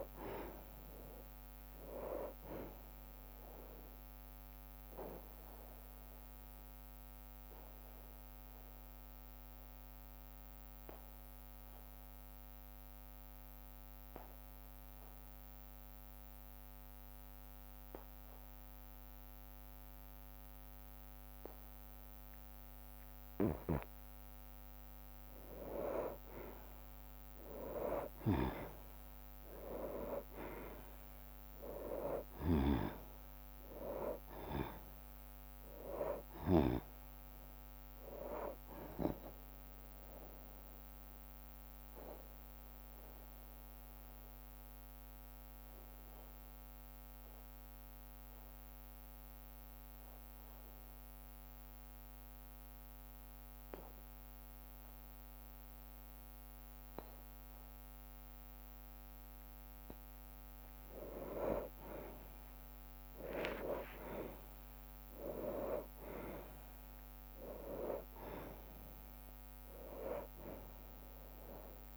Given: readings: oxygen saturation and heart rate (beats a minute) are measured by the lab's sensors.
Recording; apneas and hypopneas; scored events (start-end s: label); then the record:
breathing in sleep by a microphone on the trachea; 2
0.00-8.50 s: drop in pulse transit time (device-marked, heart rate 56 extreme)
1.50-20.50 s: oxygen desaturation (device-marked, oxygen 97% before, 92% lowest, heart rate 54 before, 51 extreme)
4.00-22.50 s: obstructive apnea (oxygen 97% before, 90% lowest, heart rate 56 before, 51 extreme, up 2 after)
7.50-29.50 s: bradycardia (device-marked, heart rate 59 before, 51 extreme)
26.00-30.50 s: arousal
28.50-42.50 s: drop in pulse transit time (device-marked, heart rate 56 before, 55 extreme)
28.50-56.50 s: oxygen desaturation (device-marked, oxygen 96% before, 90% lowest, heart rate 56 before, 51 extreme)
35.00-37.00 s: long interval between heartbeats (device-marked, heart rate 56 before, 71 extreme)
41.00-59.50 s: obstructive apnea (oxygen 96% before, 90% lowest, heart rate 60 before, 51 extreme, up 14 after)
42.50-58.50 s: bradycardia (device-marked, heart rate 59 before, 51 extreme)
61.50-66.00 s: arousal
62.50-71.97 s: drop in pulse transit time (device-marked, heart rate 56 before, 61 extreme)
63.50-71.97 s: oxygen desaturation (device-marked, oxygen 98% before, 91% lowest, heart rate 56 before, 55 extreme)
69.00-71.00 s: long interval between heartbeats (device-marked, heart rate 57 before, 70 extreme)
From the record:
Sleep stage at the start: N2 (light sleep); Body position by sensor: on the back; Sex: male